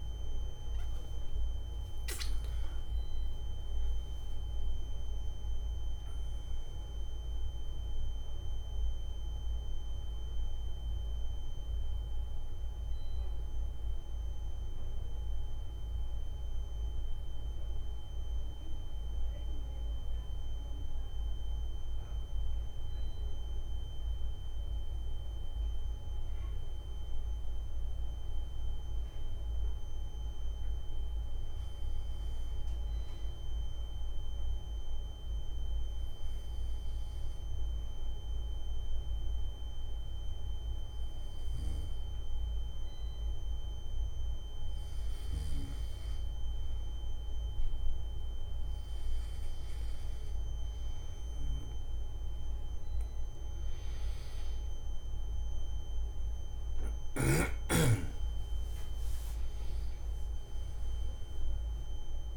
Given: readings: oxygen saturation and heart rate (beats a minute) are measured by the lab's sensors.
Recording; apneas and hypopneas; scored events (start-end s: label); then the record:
breathing in sleep, hard to hear, by a room microphone; 1
30.00-62.37 s: new sleep stage, N2 (light sleep)
33.00-46.00 s: hypopnea (oxygen 98% before, 94% lowest, heart rate 144 before, 75 extreme, up 55 after)
From the record:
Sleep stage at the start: N1 (lightest sleep); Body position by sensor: on the back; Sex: male